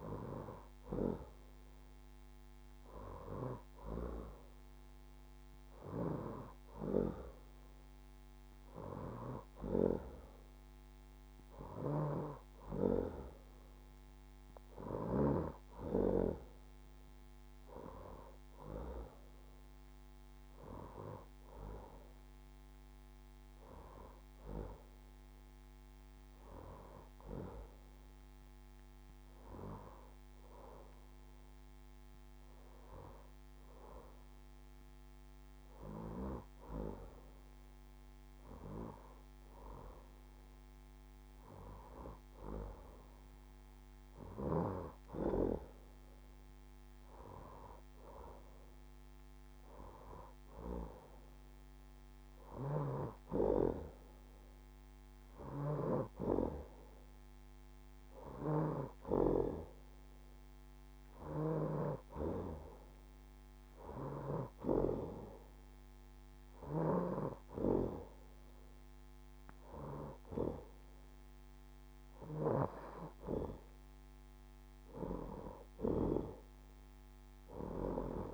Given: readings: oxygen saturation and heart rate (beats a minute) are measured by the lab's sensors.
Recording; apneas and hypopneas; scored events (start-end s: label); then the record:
breathing in sleep by a microphone on the trachea; none
none scored
From the record:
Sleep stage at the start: N2 (light sleep); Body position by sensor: on the left side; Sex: female